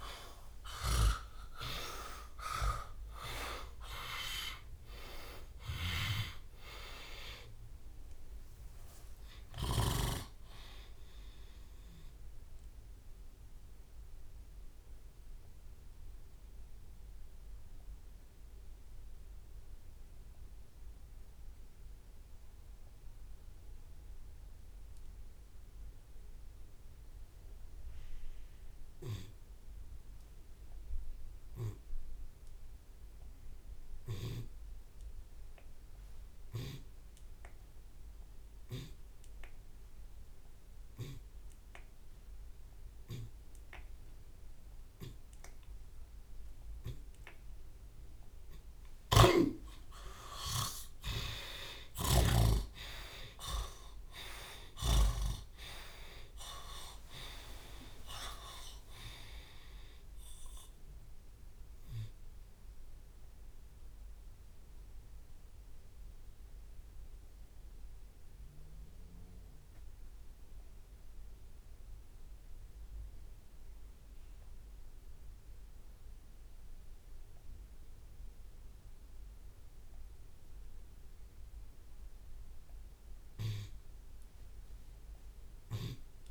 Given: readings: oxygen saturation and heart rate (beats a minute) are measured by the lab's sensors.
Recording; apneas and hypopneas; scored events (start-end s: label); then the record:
breathing in sleep by a room microphone; 2
0.00-3.50 s: arousal
0.00-6.00 s: oxygen desaturation (device-marked, oxygen 96% lowest)
0.50-2.50 s: long interval between heartbeats (device-marked)
6.00-15.00 s: drop in pulse transit time (device-marked)
8.50-10.50 s: long interval between heartbeats (device-marked)
11.00-13.00 s: long interval between heartbeats (device-marked)
14.00-16.00 s: long interval between heartbeats (device-marked, heart rate 31 before, 44 extreme)
14.00-30.50 s: obstructive apnea (oxygen 99% before, 72% lowest)
18.50-20.50 s: long interval between heartbeats (device-marked, heart rate 40 before, 36 extreme)
19.00-38.00 s: oxygen desaturation (device-marked, oxygen 96% before, 72% lowest, heart rate 41 before, 26 extreme)
24.00-26.00 s: long interval between heartbeats (device-marked)
26.00-28.00 s: long interval between heartbeats (device-marked, heart rate 37 before, 32 extreme)
27.00-37.00 s: drop in pulse transit time (device-marked, heart rate 37 before, 32 extreme)
29.00-31.00 s: long interval between heartbeats (device-marked, heart rate 37 before, 40 extreme)
31.50-33.50 s: long interval between heartbeats (device-marked, heart rate 38 before, 55 extreme)
32.50-35.50 s: arousal
35.00-37.00 s: long interval between heartbeats (device-marked, heart rate 41 before, 56 extreme)
38.50-40.50 s: long interval between heartbeats (device-marked, heart rate 41 before, 58 extreme)
41.00-43.00 s: long interval between heartbeats (device-marked, heart rate 44 before, 59 extreme)
44.00-46.00 s: drop in pulse transit time (device-marked, heart rate 48 before, 46 extreme)
45.00-47.00 s: long interval between heartbeats (device-marked, heart rate 49 before, 53 extreme)
49.00-51.00 s: long interval between heartbeats (device-marked, heart rate 54 before, 79 extreme)
49.00-52.50 s: snoring (device-marked)
49.50-54.00 s: arousal
55.00-57.00 s: long interval between heartbeats (device-marked, heart rate 58 before, 41 extreme)
62.50-76.50 s: obstructive apnea (oxygen 99% before, 73% lowest)
79.00-86.31 s: oxygen desaturation (device-marked, oxygen 96% before, 73% lowest)
From the record:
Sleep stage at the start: N2 (light sleep); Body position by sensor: on the left side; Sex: male